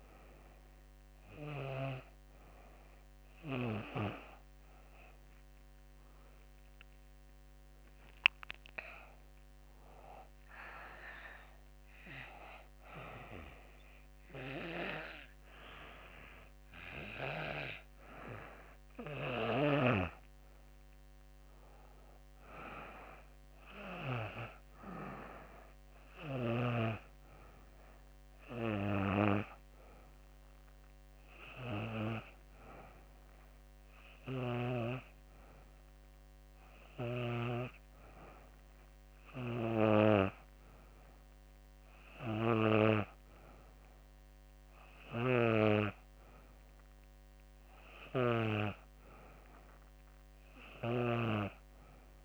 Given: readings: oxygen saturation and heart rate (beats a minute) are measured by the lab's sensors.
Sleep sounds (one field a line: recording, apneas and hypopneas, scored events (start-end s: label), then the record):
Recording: breathing in sleep by a microphone on the trachea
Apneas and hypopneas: none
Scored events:
none scored
From the record:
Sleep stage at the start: N2 (light sleep)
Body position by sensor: on the back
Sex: female